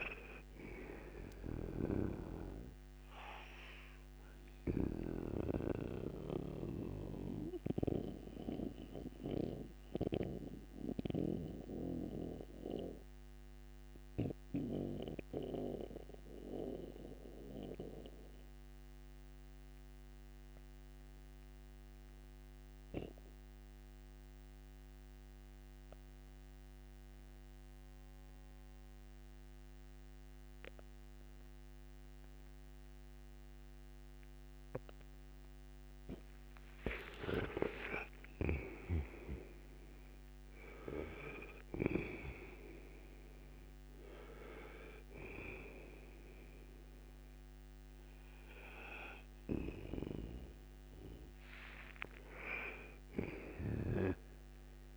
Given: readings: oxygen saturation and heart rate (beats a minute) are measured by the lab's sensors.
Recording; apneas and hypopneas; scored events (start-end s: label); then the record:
breathing in sleep by a microphone on the trachea; 1
0.00-25.00 s: oxygen desaturation (device-marked, oxygen 84% lowest, heart rate 58 extreme)
1.50-5.50 s: snoring (device-marked)
3.50-35.50 s: obstructive apnea (oxygen 99% before, 82% lowest, heart rate 72 before, 58 extreme, up 17 after)
36.00-54.96 s: oxygen desaturation (device-marked, oxygen 98% before, 82% lowest, heart rate 61 before, 59 extreme)
36.50-40.50 s: arousal
From the record:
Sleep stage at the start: N2 (light sleep); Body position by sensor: on the right side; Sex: male